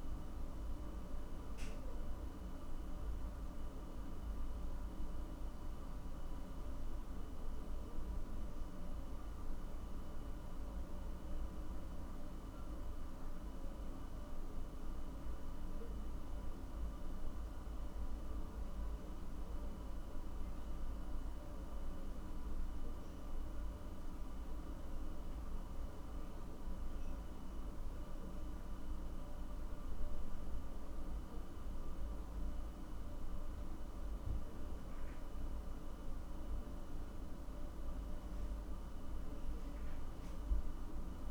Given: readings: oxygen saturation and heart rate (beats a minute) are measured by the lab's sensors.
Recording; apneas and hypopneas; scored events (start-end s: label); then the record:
a person awake in a sleep study, hard to hear, by a room microphone; none
none scored
From the record:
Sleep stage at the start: awake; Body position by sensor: on the back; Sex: male